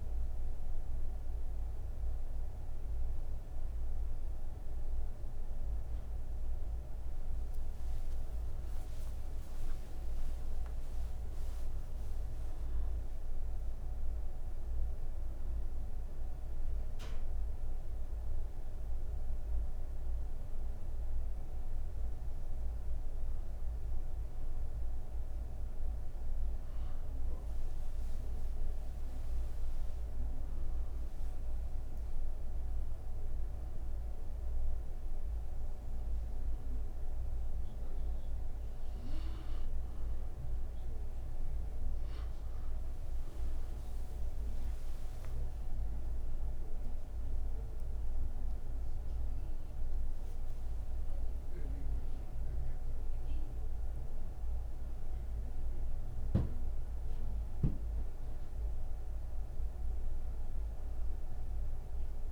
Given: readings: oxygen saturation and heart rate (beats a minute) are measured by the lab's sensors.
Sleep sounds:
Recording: breathing in sleep, hard to hear, by a room microphone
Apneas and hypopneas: 1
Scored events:
18.50-29.00 s: hypopnea (oxygen 98% before, 94% lowest, heart rate 64 before, 58 extreme, up 2 after)
From the record:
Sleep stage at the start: N1 (lightest sleep)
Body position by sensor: on the right side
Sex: female

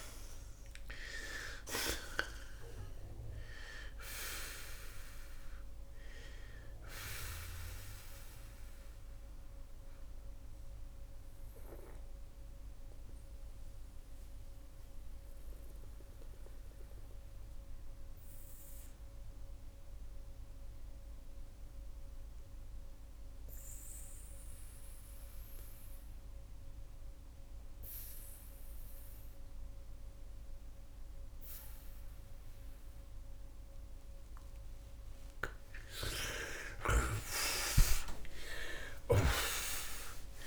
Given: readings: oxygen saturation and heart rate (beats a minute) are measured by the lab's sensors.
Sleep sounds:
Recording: breathing in sleep by a room microphone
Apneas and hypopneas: 1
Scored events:
8.00-35.00 s: mixed apnea (oxygen 95% before, 82% lowest)
19.00-36.00 s: oxygen desaturation (device-marked, oxygen 94% before, 89% lowest)
37.50-40.46 s: arousal
From the record:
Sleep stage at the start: N2 (light sleep)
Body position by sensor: on the back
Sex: male

